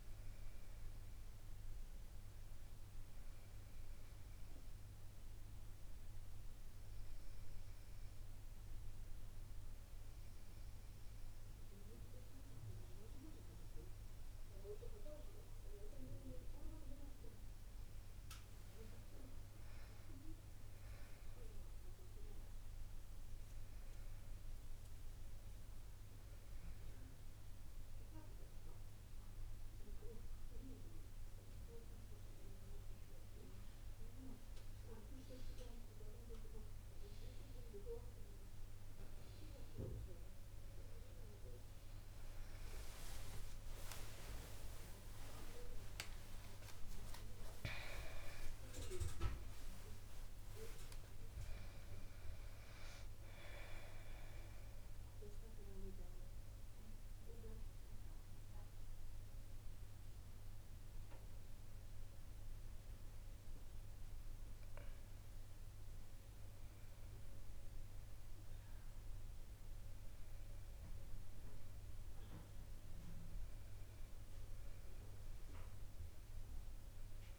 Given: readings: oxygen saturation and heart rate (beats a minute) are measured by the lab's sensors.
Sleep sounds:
breathing in sleep by a room microphone; 2
18.50-23.00 s: arousal
27.50-38.50 s: hypopnea (oxygen 97% before, 94% lowest, heart rate 73 before, 69 extreme, up 47 after)
44.50-50.50 s: arousal
54.50-65.00 s: central apnea (oxygen 98% before, 94% lowest, heart rate 95 before, 67 extreme, up 2 after)
68.50-72.50 s: arousal
From the record:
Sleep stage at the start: N2 (light sleep); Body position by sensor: on the back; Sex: female

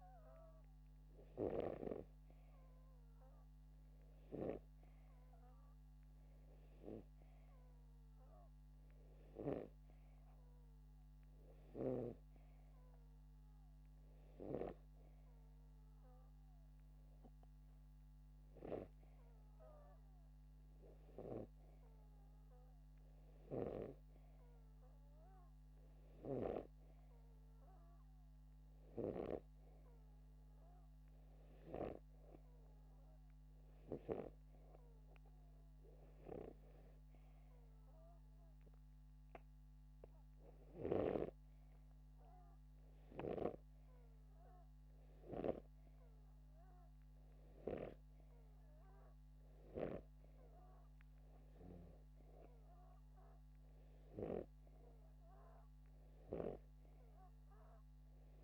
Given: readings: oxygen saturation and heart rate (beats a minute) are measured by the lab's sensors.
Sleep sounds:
breathing in sleep by a microphone on the trachea; none
0.00-2.50 s: snoring (device-marked)
24.00-30.00 s: snoring (device-marked)
From the record:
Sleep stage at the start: N2 (light sleep); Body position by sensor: upright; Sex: male

